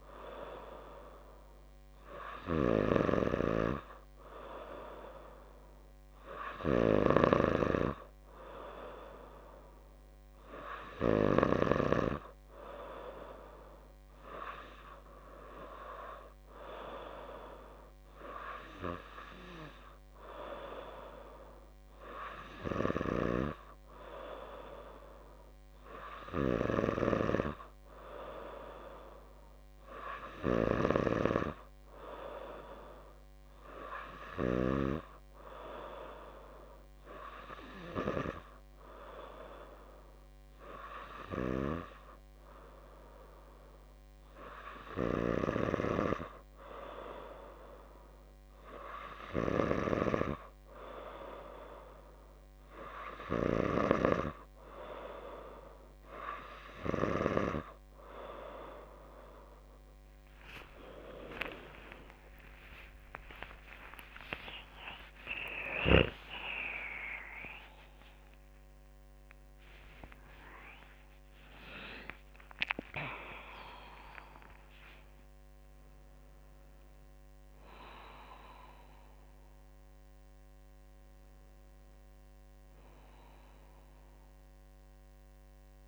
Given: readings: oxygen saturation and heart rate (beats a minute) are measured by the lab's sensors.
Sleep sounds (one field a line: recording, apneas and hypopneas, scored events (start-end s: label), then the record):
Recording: breathing in sleep by a microphone on the trachea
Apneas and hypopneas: none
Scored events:
2.50-12.00 s: snoring (device-marked)
60.50-66.50 s: arousal
61.00-63.00 s: long interval between heartbeats (device-marked, heart rate 57 before, 64 extreme)
62.50-68.50 s: tachycardia (device-marked, heart rate 58 before, 117 extreme)
63.50-65.50 s: long interval between heartbeats (device-marked, heart rate 59 before, 84 extreme)
65.50-67.50 s: long interval between heartbeats (device-marked, heart rate 62 before, 101 extreme)
71.50-85.88 s: new sleep stage, N1 (lightest sleep)
From the record:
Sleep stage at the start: N2 (light sleep)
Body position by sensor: on the back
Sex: female